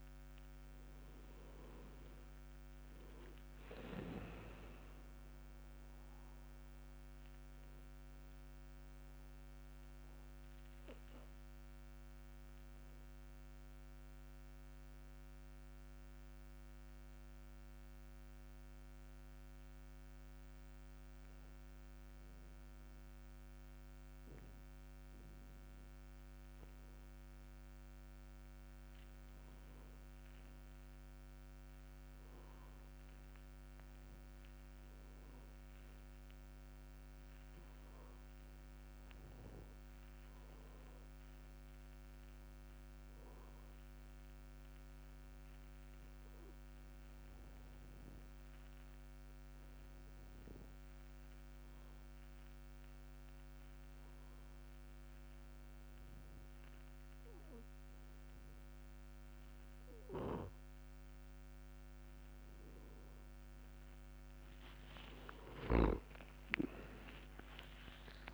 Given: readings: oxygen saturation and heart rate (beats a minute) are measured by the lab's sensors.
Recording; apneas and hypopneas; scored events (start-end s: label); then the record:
breathing in sleep by a microphone on the trachea; 1
38.50-42.50 s: arousal
47.00-62.00 s: obstructive apnea (oxygen 97% before, 93% lowest)
66.00-68.34 s: snoring (device-marked)
From the record:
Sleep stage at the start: N1 (lightest sleep); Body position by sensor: on the back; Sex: male